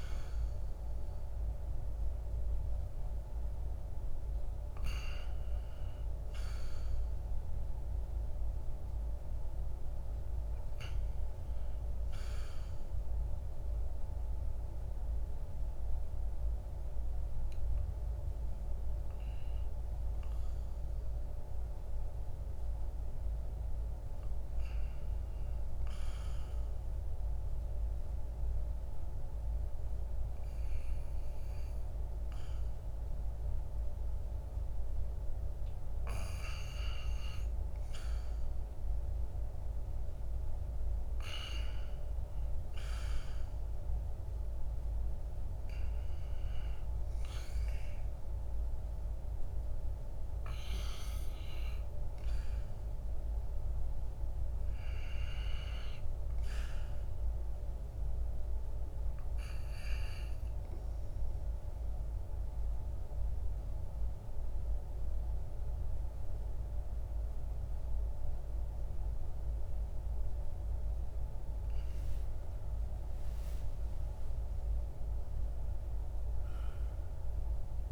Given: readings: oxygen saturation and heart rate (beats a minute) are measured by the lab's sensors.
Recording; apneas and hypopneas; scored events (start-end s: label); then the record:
breathing in sleep, hard to hear, by a room microphone; 1
0.00-4.00 s: oxygen desaturation (device-marked, oxygen 94% lowest, heart rate 51 extreme)
60.50-71.50 s: obstructive apnea (oxygen 99% before, 96% lowest, heart rate 58 before, 48 extreme, up 17 after)
72.00-76.50 s: arousal
From the record:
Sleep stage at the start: REM sleep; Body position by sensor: on the back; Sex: male